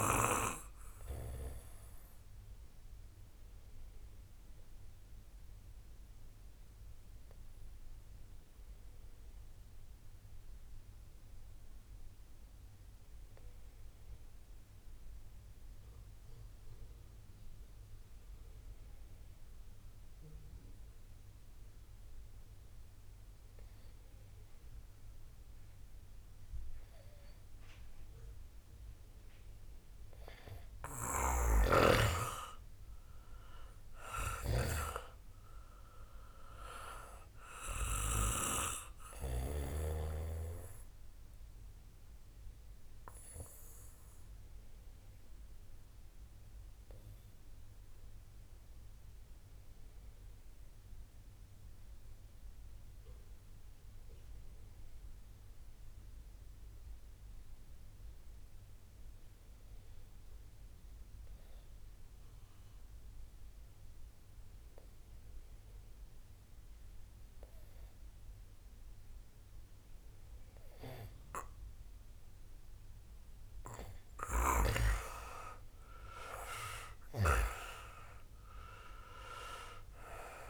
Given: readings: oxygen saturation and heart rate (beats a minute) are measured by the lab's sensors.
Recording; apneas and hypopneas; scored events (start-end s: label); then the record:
breathing in sleep by a room microphone; 2
0.00-16.00 s: oxygen desaturation (device-marked, oxygen 88% lowest, heart rate 40 extreme)
4.50-27.50 s: obstructive apnea (oxygen 98% before, 87% lowest, heart rate 53 before, 58 extreme, up 3 after)
29.00-31.50 s: arousal
35.00-57.00 s: oxygen desaturation (device-marked, oxygen 95% before, 87% lowest, heart rate 62 before, 58 extreme)
43.00-71.50 s: obstructive apnea (oxygen 97% before, 85% lowest, heart rate 61 before, 59 extreme, up 11 after)
73.00-80.50 s: oxygen desaturation (device-marked, oxygen 96% before, 85% lowest, heart rate 64 before, 58 extreme)
75.50-78.00 s: arousal
From the record:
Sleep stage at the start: N2 (light sleep); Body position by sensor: on the back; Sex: male